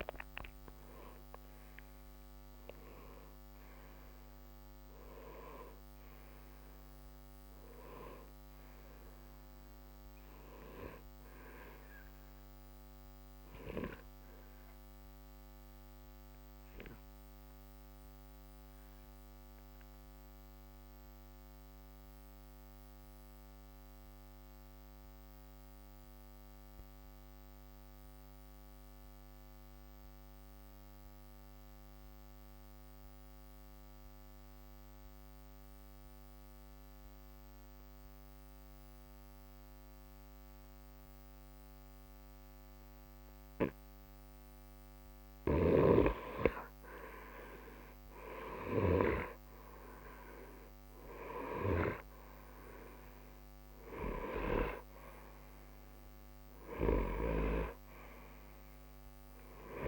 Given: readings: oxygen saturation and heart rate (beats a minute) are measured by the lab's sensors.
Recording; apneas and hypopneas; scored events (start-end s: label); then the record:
breathing in sleep by a microphone on the trachea; 1
0.00-8.50 s: oxygen desaturation (device-marked, oxygen 89% lowest, heart rate 60 extreme)
13.50-44.50 s: obstructive apnea (oxygen 93% before, 88% lowest, heart rate 60 before, 60 extreme, up 0 after)
47.00-50.50 s: arousal
48.50-59.88 s: oxygen desaturation (device-marked, oxygen 97% before, 89% lowest, heart rate 60 before, 60 extreme)
From the record:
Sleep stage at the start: N2 (light sleep); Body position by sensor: on the right side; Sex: male